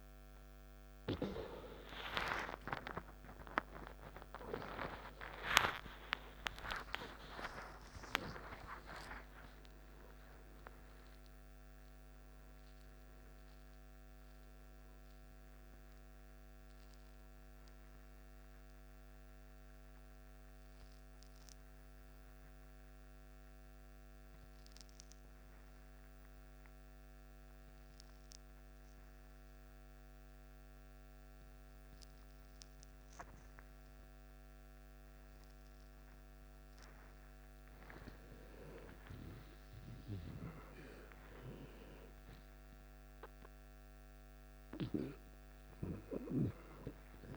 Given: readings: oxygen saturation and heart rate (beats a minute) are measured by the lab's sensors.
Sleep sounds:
breathing in sleep by a microphone on the trachea; 1
0.00-7.00 s: oxygen desaturation (device-marked, oxygen 90% lowest, heart rate 55 extreme)
3.00-9.00 s: arousal
4.00-10.00 s: tachycardia (device-marked, heart rate 60 before, 117 extreme)
6.00-8.00 s: long interval between heartbeats (device-marked, heart rate 63 before, 85 extreme)
8.50-10.50 s: long interval between heartbeats (device-marked, heart rate 67 before, 117 extreme)
18.00-28.00 s: oxygen desaturation (device-marked, oxygen 92% before, 89% lowest, heart rate 86 before, 55 extreme)
24.00-37.00 s: central apnea (oxygen 94% before, 92% lowest, heart rate 85 before, 55 extreme, up 11 after)
38.50-42.50 s: arousal
42.00-47.37 s: oxygen desaturation (device-marked, oxygen 99% before, 92% lowest, heart rate 58 before, 55 extreme)
From the record:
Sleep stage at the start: N2 (light sleep); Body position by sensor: on the left side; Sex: male

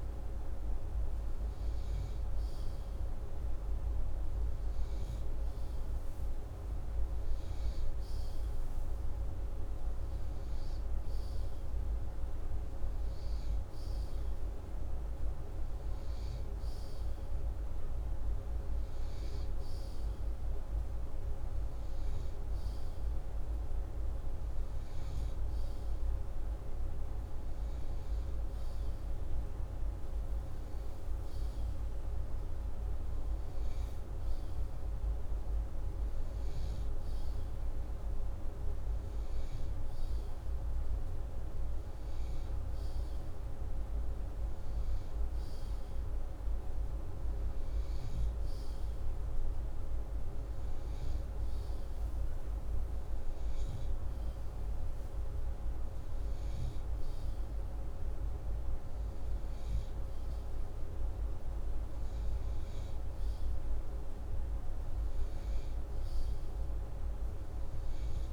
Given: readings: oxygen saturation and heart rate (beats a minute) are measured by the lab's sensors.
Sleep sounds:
breathing in sleep, hard to hear, by a room microphone; none
none scored
From the record:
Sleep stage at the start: N2 (light sleep); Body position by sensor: upright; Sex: male

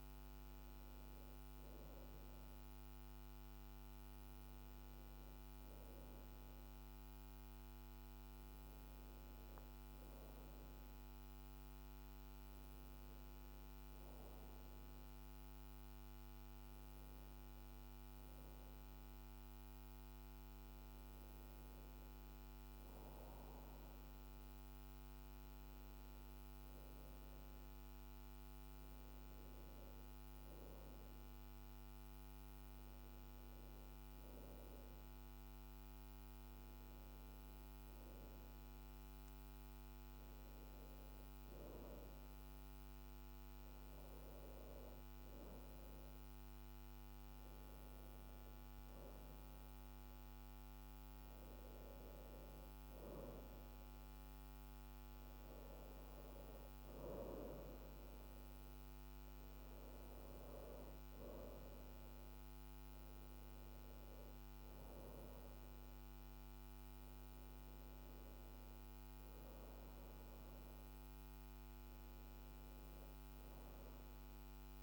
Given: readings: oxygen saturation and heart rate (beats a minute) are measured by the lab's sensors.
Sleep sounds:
breathing in sleep, hard to hear, by a microphone on the trachea; none
none scored
From the record:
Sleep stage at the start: N2 (light sleep); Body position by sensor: on the right side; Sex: female

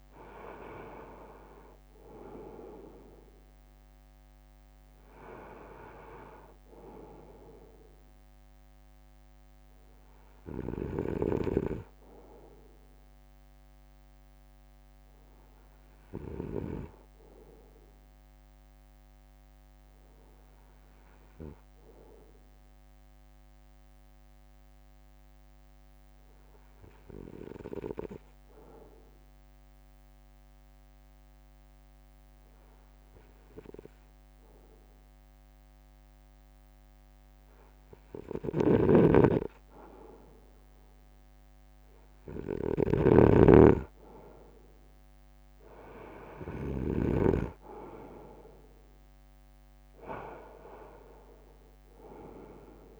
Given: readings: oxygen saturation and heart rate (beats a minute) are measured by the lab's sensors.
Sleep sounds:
breathing in sleep by a microphone on the trachea; 1
0.00-18.00 s: drop in pulse transit time (device-marked, heart rate 55 extreme)
14.00-17.50 s: arousal
19.50-38.00 s: hypopnea (oxygen 96% before, 95% lowest, heart rate 60 before, 56 extreme, up 6 after)
38.50-47.00 s: snoring (device-marked)
44.00-53.00 s: drop in pulse transit time (device-marked, heart rate 60 before, 60 extreme)
From the record:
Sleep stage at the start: N2 (light sleep); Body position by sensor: on the front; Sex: male

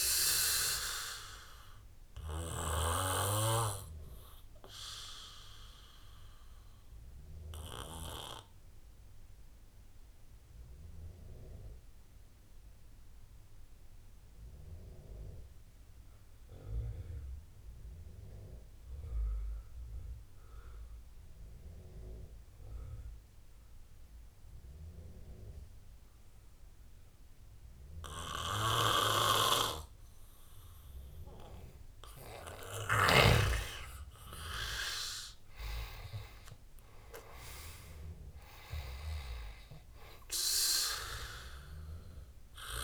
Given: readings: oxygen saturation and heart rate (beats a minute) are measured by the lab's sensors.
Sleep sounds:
breathing in sleep by a room microphone; 1
0.00-21.00 s: oxygen desaturation (device-marked, oxygen 87% lowest, heart rate 63 extreme)
1.00-31.50 s: obstructive apnea (oxygen 98% before, 85% lowest, heart rate 76 before, 63 extreme, up 15 after)
34.00-38.50 s: arousal
34.00-42.84 s: oxygen desaturation (device-marked, oxygen 98% before, 85% lowest, heart rate 69 before, 66 extreme)
From the record:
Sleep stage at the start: N2 (light sleep); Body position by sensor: on the back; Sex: male

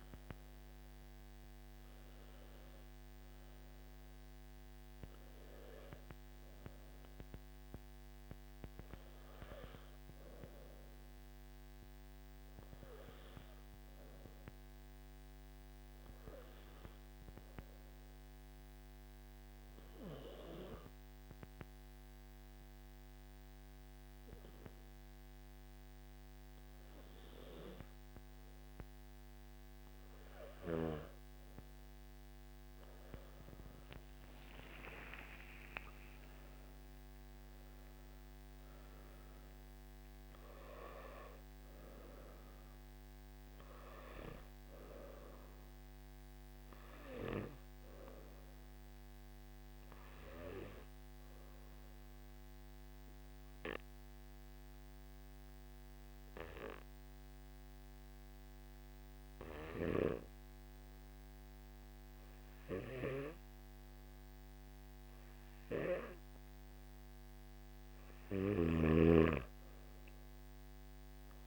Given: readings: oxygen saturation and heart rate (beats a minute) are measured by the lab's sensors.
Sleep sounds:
breathing in sleep by a microphone on the trachea; 2
0.00-21.00 s: oxygen desaturation (device-marked, oxygen 90% lowest, heart rate 53 extreme)
16.00-29.50 s: obstructive apnea (oxygen 97% before, 91% lowest, heart rate 58 before, 56 extreme, up 11 after)
38.00-58.00 s: oxygen desaturation (device-marked, oxygen 98% before, 93% lowest, heart rate 61 before, 55 extreme)
50.50-65.50 s: obstructive apnea (oxygen 98% before, 91% lowest, heart rate 62 before, 55 extreme, up 7 after)
70.00-71.47 s: oxygen desaturation (device-marked, oxygen 98% before, 92% lowest, heart rate 57 before, 55 extreme)
From the record:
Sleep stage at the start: N3 (deep sleep); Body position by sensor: on the back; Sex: male

